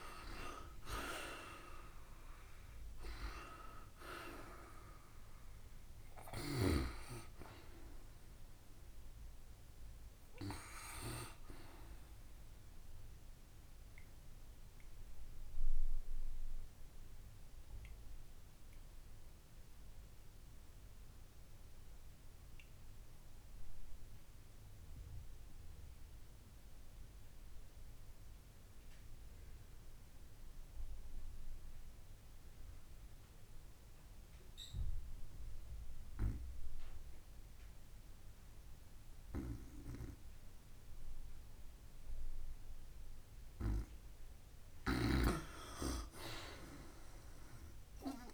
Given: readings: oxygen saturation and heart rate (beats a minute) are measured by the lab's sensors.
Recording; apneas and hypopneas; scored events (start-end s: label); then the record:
breathing in sleep by a room microphone; 1
0.00-2.00 s: arousal
13.50-43.50 s: obstructive apnea (oxygen 97% before, 85% lowest)
21.50-44.50 s: oxygen desaturation (device-marked, oxygen 94% before, 85% lowest)
47.00-48.34 s: arousal
From the record:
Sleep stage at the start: N2 (light sleep); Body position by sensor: on the back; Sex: female